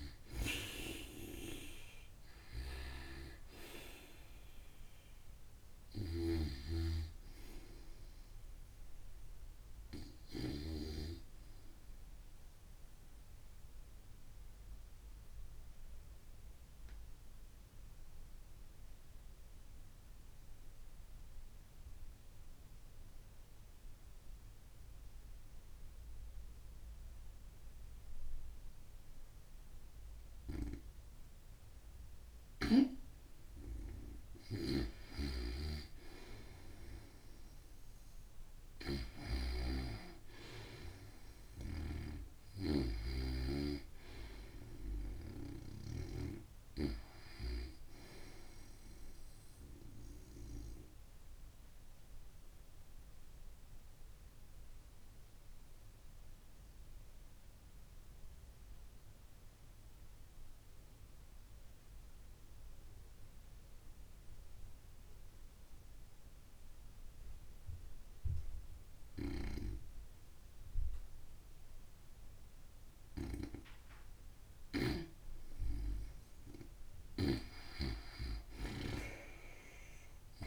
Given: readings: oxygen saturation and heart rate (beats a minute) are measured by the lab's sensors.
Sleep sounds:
breathing in sleep by a room microphone; 2
0.00-2.00 s: arousal
0.00-11.50 s: oxygen desaturation (device-marked, oxygen 90% lowest, heart rate 36 extreme)
5.50-10.50 s: snoring (device-marked)
12.50-30.00 s: obstructive apnea (oxygen 96% before, 90% lowest, heart rate 103 before, 71 extreme, up 56 after)
31.50-46.50 s: oxygen desaturation (device-marked, oxygen 95% before, 90% lowest, heart rate 107 before, 70 extreme)
32.50-36.00 s: arousal
34.00-39.00 s: snoring (device-marked)
50.50-71.50 s: obstructive apnea (oxygen 95% before, 90% lowest, heart rate 118 before, 56 extreme)
68.50-77.50 s: snoring (device-marked)
71.50-80.47 s: oxygen desaturation (device-marked, oxygen 96% before, 90% lowest, heart rate 107 before, 56 extreme)
73.50-79.00 s: arousal
From the record:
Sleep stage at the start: N2 (light sleep); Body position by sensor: on the back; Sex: female

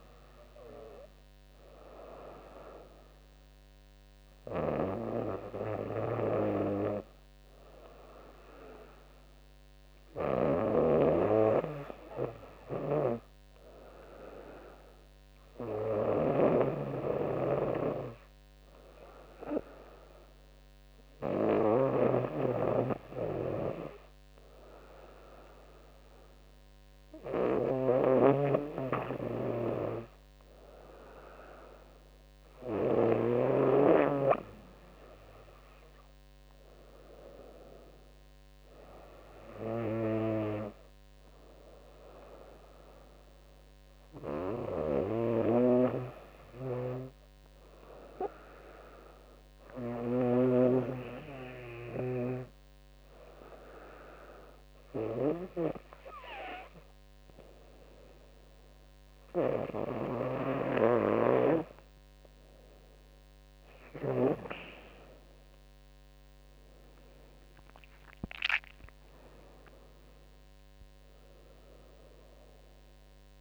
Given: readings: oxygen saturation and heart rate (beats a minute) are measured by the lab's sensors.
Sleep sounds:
breathing in sleep by a microphone on the trachea; none
4.50-11.00 s: snoring (device-marked)
13.00-33.50 s: snoring (device-marked)
32.50-44.50 s: drop in pulse transit time (device-marked, heart rate 81 before, 81 extreme)
45.00-50.50 s: snoring (device-marked)
66.50-73.41 s: drop in pulse transit time (device-marked, heart rate 85 before, 86 extreme)
68.50-72.50 s: arousal
From the record:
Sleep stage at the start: N2 (light sleep); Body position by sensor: on the right side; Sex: female

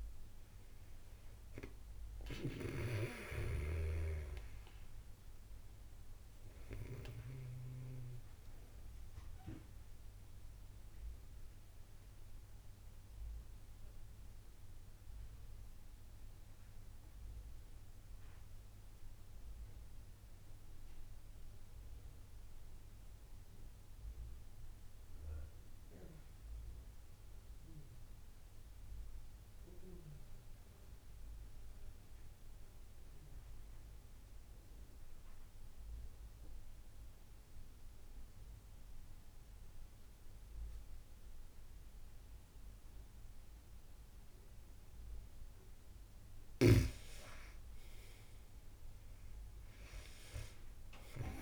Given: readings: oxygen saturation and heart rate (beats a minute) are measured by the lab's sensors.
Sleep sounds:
breathing in sleep by a room microphone; 1
0.00-17.00 s: oxygen desaturation (device-marked, oxygen 90% lowest)
1.50-7.00 s: snoring (device-marked)
6.00-45.00 s: mixed apnea (oxygen 96% before, 88% lowest)
37.00-51.42 s: oxygen desaturation (device-marked, oxygen 96% before, 88% lowest)
48.00-51.42 s: arousal
From the record:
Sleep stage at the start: N2 (light sleep); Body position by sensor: on the back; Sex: female

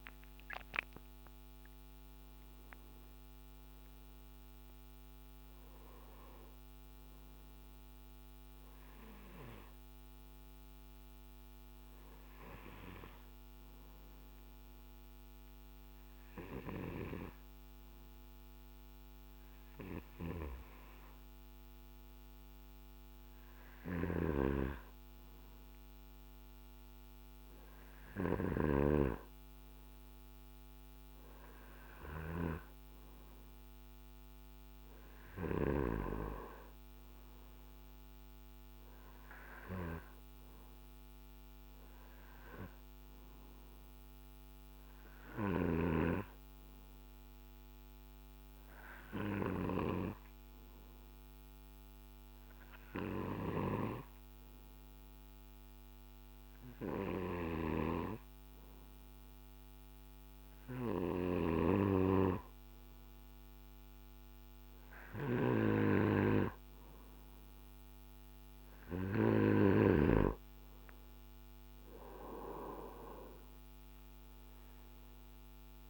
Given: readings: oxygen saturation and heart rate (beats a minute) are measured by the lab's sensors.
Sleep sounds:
breathing in sleep by a microphone on the trachea; 2
3.50-7.50 s: arousal
11.00-22.50 s: hypopnea (oxygen 94% before, 91% lowest, heart rate 63 before, 56 extreme, up 4 after)
24.00-28.00 s: arousal
43.00-46.50 s: arousal
49.50-63.00 s: hypopnea (oxygen 94% before, 91% lowest, heart rate 58 before, 57 extreme, up 1 after)
61.00-70.00 s: snoring (device-marked)
64.00-68.00 s: arousal
73.50-75.90 s: oxygen desaturation (device-marked, oxygen 94% before, 91% lowest, heart rate 58 before, 55 extreme)
From the record:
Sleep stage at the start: N2 (light sleep); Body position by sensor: on the back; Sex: male

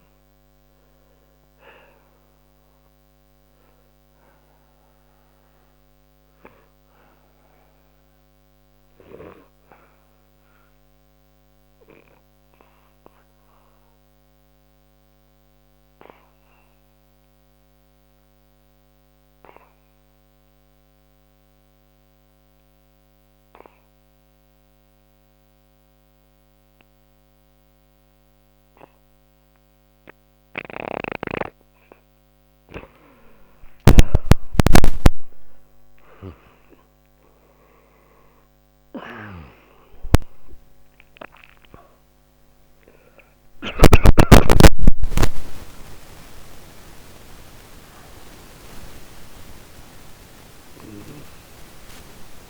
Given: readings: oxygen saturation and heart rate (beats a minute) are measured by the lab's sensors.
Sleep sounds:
breathing in sleep by a microphone on the trachea; 1
0.00-20.00 s: oxygen desaturation (device-marked, oxygen 88% lowest, heart rate 59 extreme)
4.50-32.00 s: obstructive apnea (oxygen 97% before, 86% lowest, heart rate 76 before, 59 extreme, up 4 after)
32.00-37.00 s: arousal
34.00-52.50 s: oxygen desaturation (device-marked, oxygen 98% before, 86% lowest, heart rate 60 before, 60 extreme)
From the record:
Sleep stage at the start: N2 (light sleep); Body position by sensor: on the back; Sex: male

